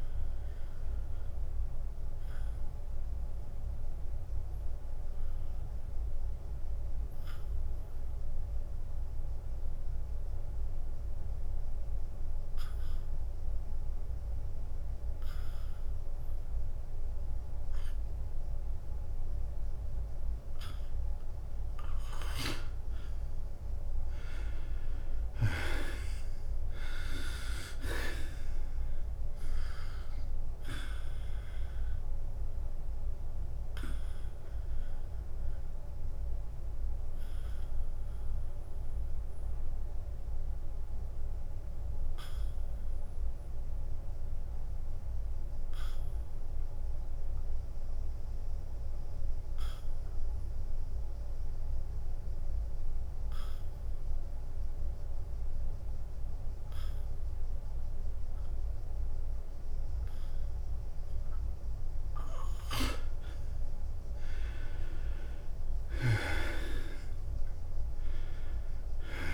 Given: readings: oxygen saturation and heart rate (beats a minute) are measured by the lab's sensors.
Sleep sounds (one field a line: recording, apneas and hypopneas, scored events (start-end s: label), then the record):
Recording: breathing in sleep by a room microphone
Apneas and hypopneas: 2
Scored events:
0.00-3.50 s: drop in pulse transit time (device-marked, heart rate 89 extreme)
1.00-23.00 s: obstructive apnea (oxygen 96% before, 80% lowest, heart rate 91 before, 89 extreme, up 2 after)
10.50-16.50 s: oxygen desaturation (device-marked, oxygen 90% before, 80% lowest, heart rate 93 before, 89 extreme)
22.50-36.50 s: drop in pulse transit time (device-marked, heart rate 91 before, 89 extreme)
25.00-29.00 s: arousal
35.00-61.50 s: obstructive apnea (oxygen 99% before, 77% lowest, heart rate 90 before, 85 extreme, up 7 after)
43.50-49.50 s: oxygen desaturation (device-marked, oxygen 90% before, 81% lowest, heart rate 91 before, 85 extreme)
63.50-69.34 s: oxygen desaturation (device-marked, oxygen 95% before, 88% lowest, heart rate 87 before, 89 extreme)
65.50-69.34 s: arousal
65.50-69.34 s: drop in pulse transit time (device-marked, heart rate 87 before, 90 extreme)
From the record:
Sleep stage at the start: N2 (light sleep)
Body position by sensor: on the back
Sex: male